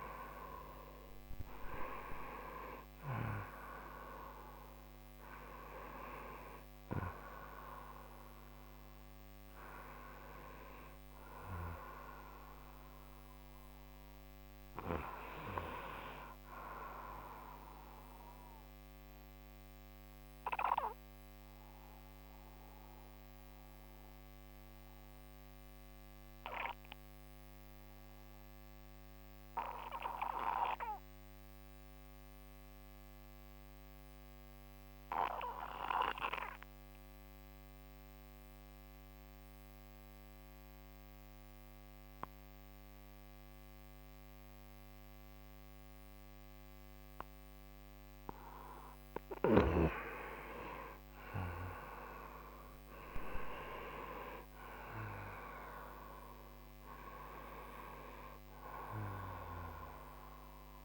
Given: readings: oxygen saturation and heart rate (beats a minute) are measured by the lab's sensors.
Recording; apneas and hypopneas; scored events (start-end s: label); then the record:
breathing in sleep by a microphone on the trachea; 1
0.00-31.00 s: oxygen desaturation (device-marked, oxygen 87% lowest)
18.50-47.50 s: obstructive apnea (oxygen 95% before, 87% lowest)
47.00-60.85 s: oxygen desaturation (device-marked, oxygen 98% before, 89% lowest)
51.00-55.50 s: arousal
From the record:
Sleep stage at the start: N2 (light sleep); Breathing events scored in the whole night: 415 in 6.0 hours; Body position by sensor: on the right side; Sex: male